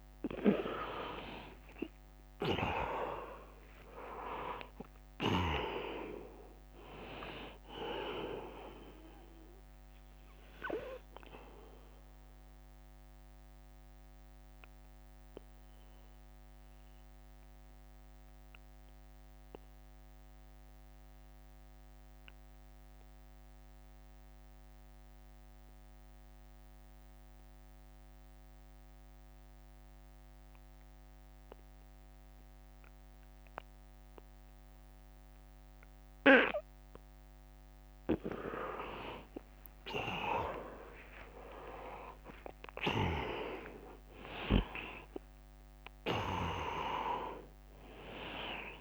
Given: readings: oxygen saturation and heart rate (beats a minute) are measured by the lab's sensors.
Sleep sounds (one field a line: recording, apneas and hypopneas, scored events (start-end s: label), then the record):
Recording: breathing in sleep by a microphone on the trachea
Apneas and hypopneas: 1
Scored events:
0.50-4.50 s: arousal
1.50-13.50 s: drop in pulse transit time (device-marked, heart rate 80 before, 83 extreme)
1.50-27.50 s: oxygen desaturation (device-marked, oxygen 100% before, 81% lowest, heart rate 80 before, 70 extreme)
8.50-10.50 s: long interval between heartbeats (device-marked, heart rate 82 before, 84 extreme)
12.50-37.50 s: obstructive apnea (oxygen 100% before, 80% lowest, heart rate 83 before, 70 extreme, up 3 after)
17.50-19.50 s: long interval between heartbeats (device-marked, heart rate 82 before, 71 extreme)
36.50-48.81 s: oxygen desaturation (device-marked, oxygen 100% before, 80% lowest, heart rate 77 before, 69 extreme)
40.00-43.50 s: arousal
41.50-48.81 s: drop in pulse transit time (device-marked, heart rate 78 before, 70 extreme)
From the record:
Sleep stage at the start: N2 (light sleep)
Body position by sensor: on the back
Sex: male